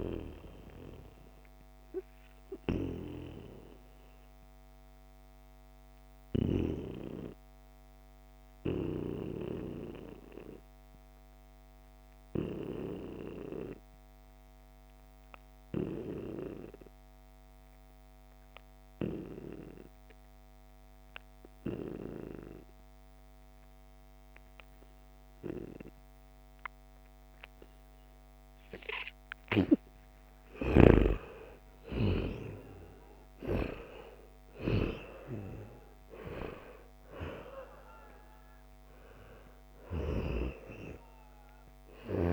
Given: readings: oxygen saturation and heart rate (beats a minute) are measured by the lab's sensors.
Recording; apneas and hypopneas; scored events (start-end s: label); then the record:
breathing in sleep by a microphone on the trachea; 1
0.00-8.00 s: oxygen desaturation (device-marked, oxygen 86% lowest, heart rate 69 extreme)
0.50-29.00 s: obstructive apnea (oxygen 96% before, 86% lowest, heart rate 85 before, 69 extreme, up 3 after)
28.00-42.33 s: oxygen desaturation (device-marked, oxygen 97% before, 88% lowest, heart rate 73 before, 70 extreme)
30.50-34.50 s: arousal
From the record:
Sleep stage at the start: N2 (light sleep); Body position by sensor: on the back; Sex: male